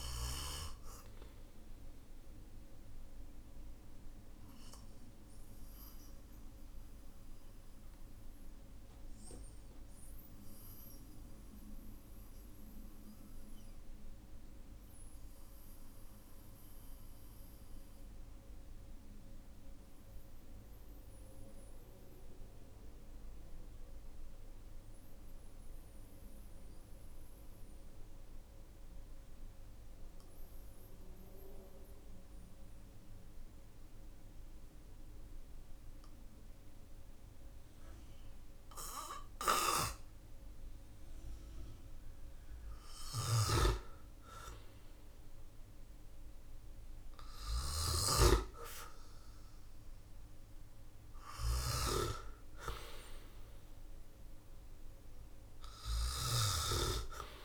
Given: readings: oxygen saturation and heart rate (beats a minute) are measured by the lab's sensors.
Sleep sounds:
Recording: breathing in sleep by a room microphone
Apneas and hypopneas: 1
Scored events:
4.00-41.00 s: obstructive apnea (oxygen 98% before, 92% lowest, heart rate 50 before, 45 extreme, up 2 after)
42.50-47.50 s: snoring (device-marked)
43.50-47.50 s: arousal
55.50-57.45 s: snoring (device-marked)
From the record:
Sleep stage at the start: N2 (light sleep)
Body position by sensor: on the back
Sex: male

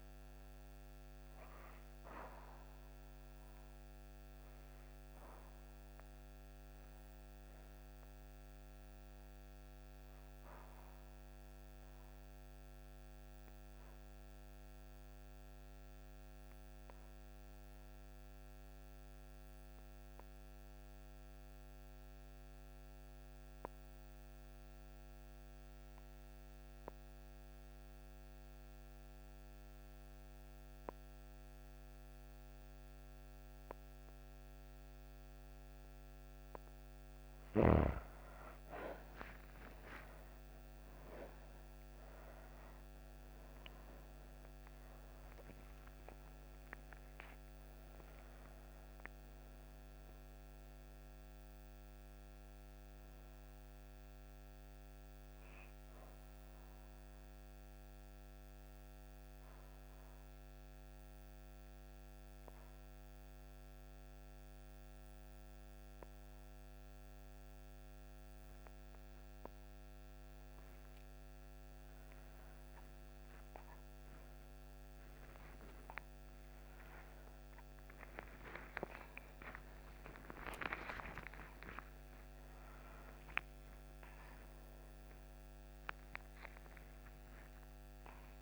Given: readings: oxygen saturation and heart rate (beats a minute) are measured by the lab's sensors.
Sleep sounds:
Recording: breathing in sleep by a microphone on the trachea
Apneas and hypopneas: 2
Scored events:
0.00-28.50 s: oxygen desaturation (device-marked, oxygen 85% lowest)
9.00-36.50 s: obstructive apnea (oxygen 98% before, 85% lowest)
39.50-45.50 s: arousal
40.50-71.50 s: oxygen desaturation (device-marked, oxygen 99% before, 88% lowest)
53.00-68.50 s: obstructive apnea (oxygen 99% before, 88% lowest)
81.50-88.42 s: new sleep stage, awake
From the record:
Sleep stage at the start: N2 (light sleep)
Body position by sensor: on the back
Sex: female

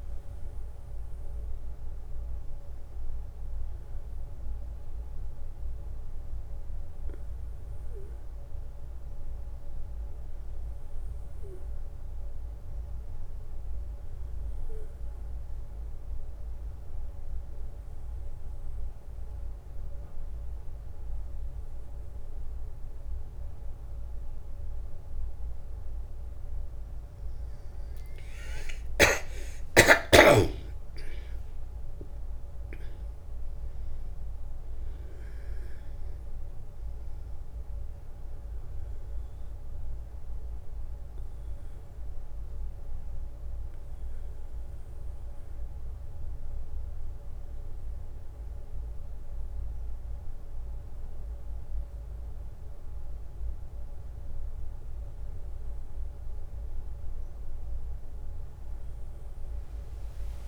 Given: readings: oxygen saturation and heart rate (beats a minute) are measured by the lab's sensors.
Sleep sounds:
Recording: breathing in sleep, hard to hear, by a room microphone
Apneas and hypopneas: 2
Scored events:
1.50-6.50 s: arousal
15.50-27.50 s: obstructive apnea (oxygen 97% before, 93% lowest, heart rate 65 before, 59 extreme, up 11 after)
29.50-33.50 s: arousal
40.00-55.00 s: hypopnea (oxygen 97% before, 93% lowest, heart rate 64 before, 62 extreme, up 15 after)
58.00-60.47 s: arousal
From the record:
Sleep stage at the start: N1 (lightest sleep)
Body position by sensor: on the back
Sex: male

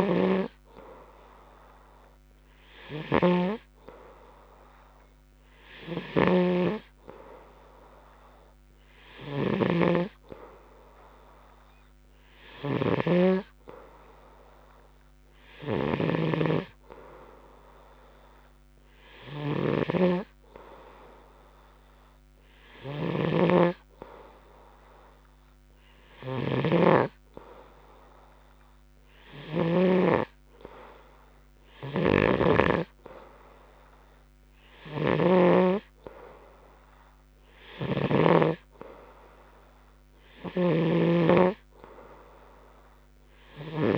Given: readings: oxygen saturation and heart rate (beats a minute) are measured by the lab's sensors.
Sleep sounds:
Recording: breathing in sleep by a microphone on the trachea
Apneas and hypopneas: none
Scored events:
0.00-30.50 s: snoring (device-marked)
32.50-36.00 s: snoring (device-marked)
38.00-43.98 s: snoring (device-marked)
From the record:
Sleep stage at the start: N2 (light sleep)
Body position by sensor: on the right side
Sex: male

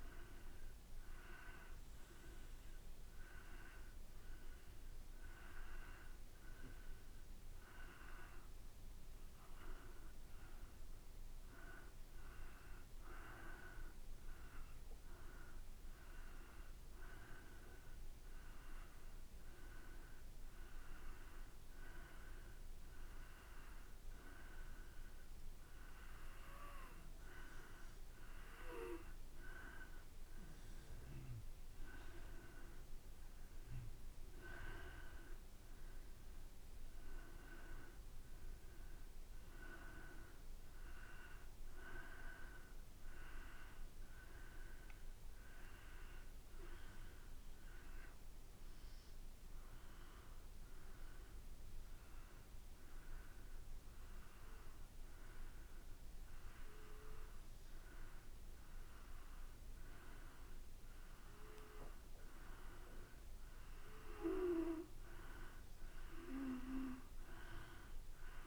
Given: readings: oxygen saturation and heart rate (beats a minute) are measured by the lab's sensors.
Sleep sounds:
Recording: breathing in sleep by a room microphone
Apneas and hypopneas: 2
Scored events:
3.00-28.50 s: hypopnea (oxygen 97% before, 91% lowest, heart rate 56 before, 53 extreme, up 3 after)
27.50-50.50 s: oxygen desaturation (device-marked, oxygen 96% before, 92% lowest, heart rate 54 before, 54 extreme)
32.50-36.00 s: arousal
45.50-61.00 s: hypopnea (oxygen 96% before, 91% lowest, heart rate 55 before, 54 extreme, up 3 after)
64.00-67.50 s: arousal
66.50-68.47 s: oxygen desaturation (device-marked, oxygen 95% before, 91% lowest, heart rate 55 before, 54 extreme)
From the record:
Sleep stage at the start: N2 (light sleep)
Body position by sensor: on the back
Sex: male

